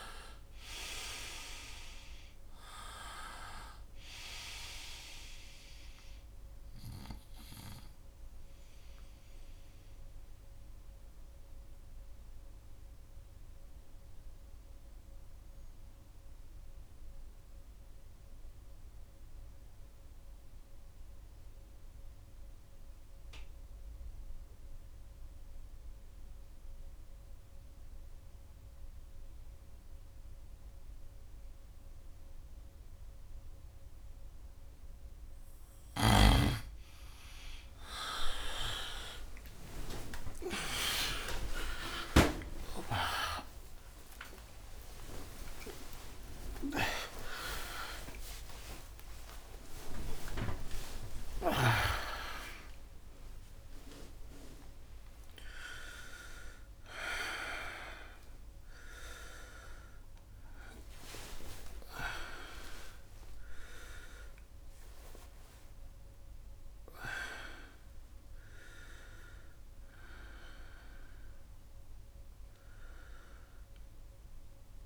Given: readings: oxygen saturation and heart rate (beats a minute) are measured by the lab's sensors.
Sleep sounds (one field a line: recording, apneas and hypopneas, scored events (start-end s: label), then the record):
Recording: a person partly awake in a sleep study, by a room microphone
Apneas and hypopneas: 1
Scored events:
1.00-27.00 s: oxygen desaturation (device-marked, oxygen 96% before, 88% lowest, heart rate 67 before, 62 extreme)
8.50-35.50 s: obstructive apnea (oxygen 97% before, 88% lowest, heart rate 69 before, 62 extreme, up 59 after)
32.00-62.00 s: new sleep stage, awake
35.00-42.00 s: oxygen desaturation (device-marked, oxygen 99% before, 91% lowest)
39.00-41.00 s: long interval between heartbeats (device-marked, heart rate 66 before, 92 extreme)
41.50-43.50 s: long interval between heartbeats (device-marked, heart rate 69 before, 111 extreme)
43.50-45.50 s: long interval between heartbeats (device-marked, heart rate 73 before, 122 extreme)
46.00-48.00 s: long interval between heartbeats (device-marked, heart rate 82 before, 136 extreme)
50.00-52.00 s: long interval between heartbeats (device-marked, heart rate 100 before, 193 extreme)
51.00-70.00 s: oxygen desaturation (device-marked, oxygen 92% before, 89% lowest)
52.50-54.50 s: long interval between heartbeats (device-marked, heart rate 113 before, 168 extreme)
57.00-72.00 s: bradycardia (device-marked)
62.00-74.86 s: new sleep stage, N1 (lightest sleep)
From the record:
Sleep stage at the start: N2 (light sleep)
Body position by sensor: on the right side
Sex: male